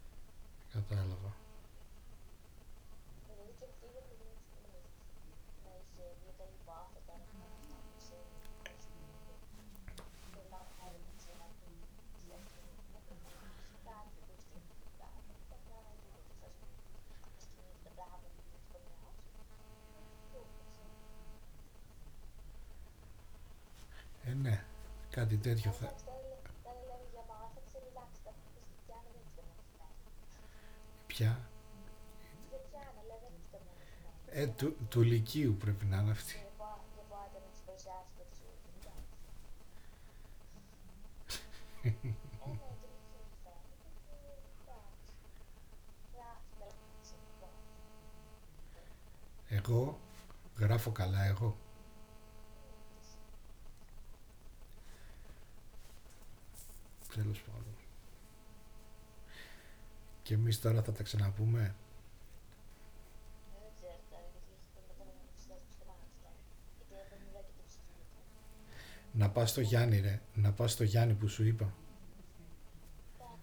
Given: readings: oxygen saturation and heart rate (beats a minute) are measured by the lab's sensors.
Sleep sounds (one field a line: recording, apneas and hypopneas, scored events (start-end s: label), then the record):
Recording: breathing in sleep by a room microphone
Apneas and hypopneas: none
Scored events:
none scored
From the record:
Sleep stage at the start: N2 (light sleep)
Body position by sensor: on the back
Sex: male